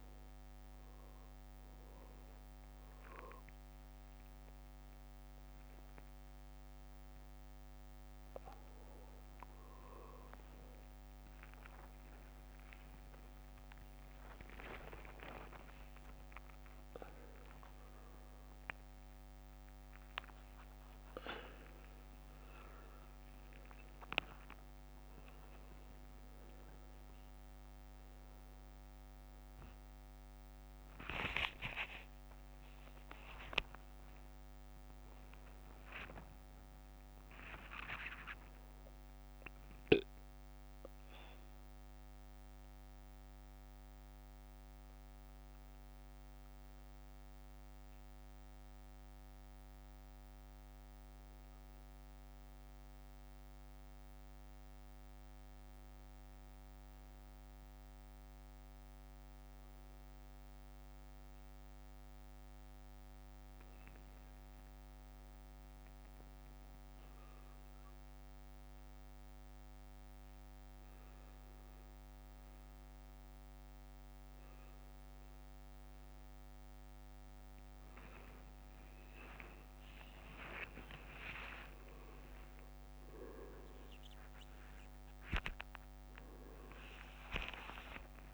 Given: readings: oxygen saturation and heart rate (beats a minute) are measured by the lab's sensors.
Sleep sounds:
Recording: a person partly awake in a sleep study, by a microphone on the trachea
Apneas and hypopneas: 1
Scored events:
0.00-7.00 s: leg movement (device-marked)
8.50-24.50 s: drop in pulse transit time (device-marked, heart rate 74 before, 71 extreme)
14.00-16.00 s: long interval between heartbeats (device-marked, heart rate 69 before, 86 extreme)
16.50-22.50 s: tachycardia (device-marked, heart rate 67 before, 114 extreme)
19.50-21.50 s: long interval between heartbeats (device-marked, heart rate 79 before, 109 extreme)
23.50-83.50 s: new sleep stage, N1 (lightest sleep)
33.50-35.50 s: long interval between heartbeats (device-marked, heart rate 95 before, 97 extreme)
33.50-36.50 s: tachycardia (device-marked, heart rate 68 before, 97 extreme)
37.00-38.00 s: leg movement (device-marked)
37.00-39.00 s: long interval between heartbeats (device-marked, heart rate 96 before, 103 extreme)
39.50-60.00 s: hypopnea (oxygen 98% before, 94% lowest, heart rate 97 before, 70 extreme, up 1 after)
50.50-57.00 s: leg movement (device-marked)
77.50-88.34 s: drop in pulse transit time (device-marked, heart rate 71 before, 73 extreme)
78.00-87.00 s: leg movement (device-marked)
78.50-88.34 s: tachycardia (device-marked, heart rate 70 before, 150 extreme)
81.50-83.50 s: long interval between heartbeats (device-marked, heart rate 72 before, 107 extreme)
83.50-88.34 s: new sleep stage, awake
84.00-86.00 s: long interval between heartbeats (device-marked, heart rate 76 before, 117 extreme)
From the record:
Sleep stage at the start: awake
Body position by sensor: upright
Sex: male

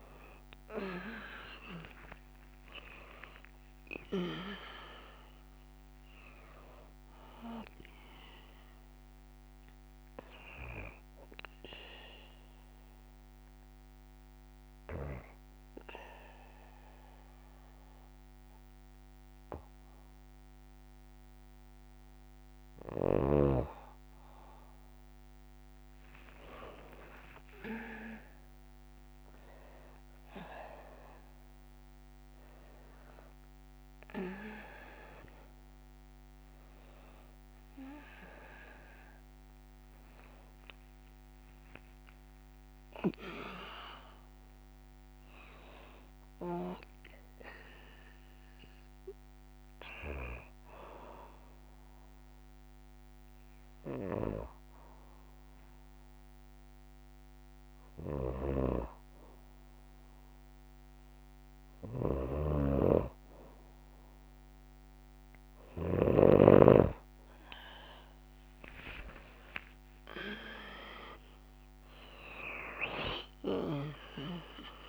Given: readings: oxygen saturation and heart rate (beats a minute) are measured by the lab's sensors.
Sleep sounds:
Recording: breathing in sleep by a microphone on the trachea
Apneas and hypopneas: 2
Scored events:
0.00-5.50 s: tachycardia (device-marked, heart rate 111 extreme)
10.50-22.00 s: obstructive apnea (oxygen 97% before, 94% lowest, heart rate 88 before, 59 extreme)
22.50-28.50 s: tachycardia (device-marked, heart rate 69 before, 109 extreme)
23.50-28.00 s: arousal
36.50-43.50 s: tachycardia (device-marked, heart rate 70 before, 147 extreme)
39.50-43.00 s: arousal
47.50-60.00 s: hypopnea (oxygen 97% before, 94% lowest, heart rate 111 before, 60 extreme, up 16 after)
61.50-66.00 s: snoring (device-marked)
66.50-71.00 s: arousal
66.50-74.89 s: oxygen desaturation (device-marked, oxygen 97% before, 94% lowest, heart rate 63 before, 60 extreme)
From the record:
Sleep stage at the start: N2 (light sleep)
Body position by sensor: on the back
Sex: female

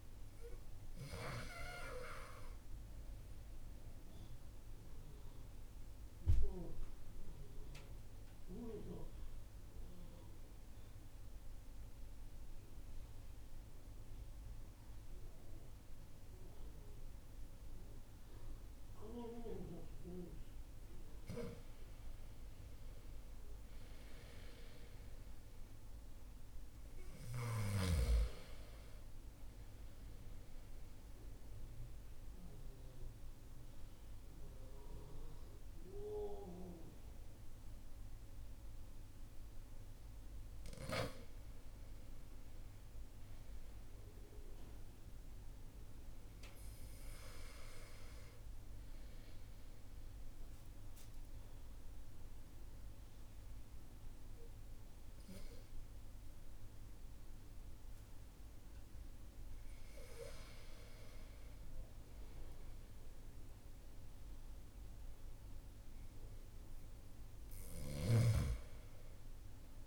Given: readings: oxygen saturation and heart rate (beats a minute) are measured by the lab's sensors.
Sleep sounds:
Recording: breathing in sleep by a room microphone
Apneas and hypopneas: 3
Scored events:
4.00-19.00 s: obstructive apnea (oxygen 97% before, 93% lowest)
20.50-24.00 s: arousal
28.00-45.00 s: oxygen desaturation (device-marked, oxygen 98% before, 94% lowest)
30.50-40.50 s: obstructive apnea (oxygen 98% before, 94% lowest)
42.50-45.50 s: arousal
48.50-60.50 s: obstructive apnea (oxygen 98% before, 94% lowest)
62.00-65.00 s: arousal
From the record:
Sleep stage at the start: N2 (light sleep)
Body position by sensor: on the back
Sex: male

